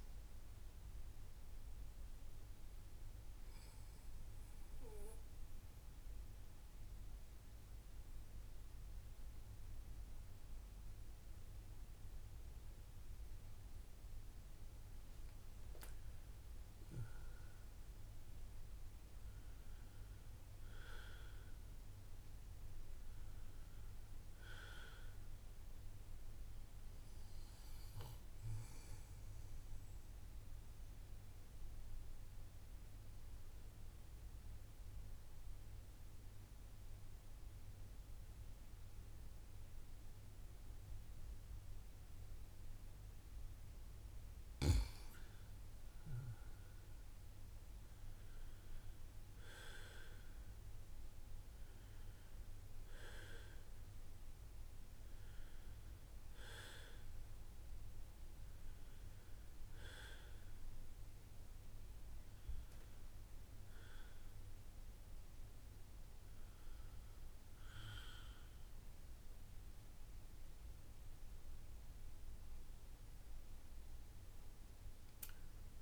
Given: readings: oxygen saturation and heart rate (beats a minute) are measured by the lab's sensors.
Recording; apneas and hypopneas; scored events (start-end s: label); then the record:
breathing in sleep by a room microphone; 2
0.00-6.00 s: oxygen desaturation (device-marked, oxygen 90% lowest, heart rate 55 extreme)
4.50-15.00 s: obstructive apnea (oxygen 94% before, 92% lowest, heart rate 59 before, 52 extreme, up 5 after)
17.50-21.50 s: arousal
30.00-42.50 s: obstructive apnea (oxygen 96% before, 92% lowest, heart rate 58 before, 53 extreme, up 10 after)
45.50-50.50 s: arousal
51.00-75.00 s: oxygen desaturation (device-marked, oxygen 96% before, 92% lowest, heart rate 57 before, 55 extreme)
From the record:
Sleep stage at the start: N2 (light sleep); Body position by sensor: on the back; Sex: male